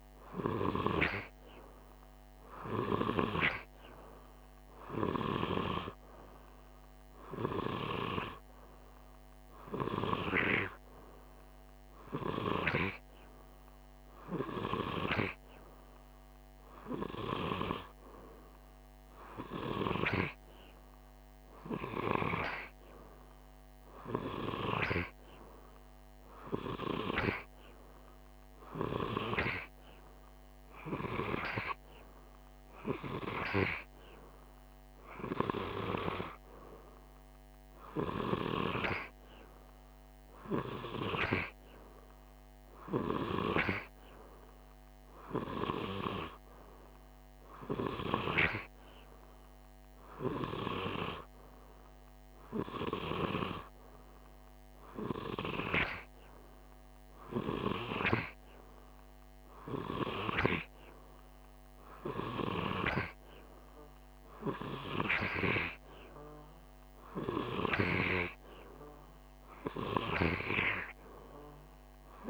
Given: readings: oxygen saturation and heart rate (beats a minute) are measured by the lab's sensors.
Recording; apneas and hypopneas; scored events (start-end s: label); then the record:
breathing in sleep by a microphone on the trachea; none
none scored
From the record:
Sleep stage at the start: N2 (light sleep); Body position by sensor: on the right side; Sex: male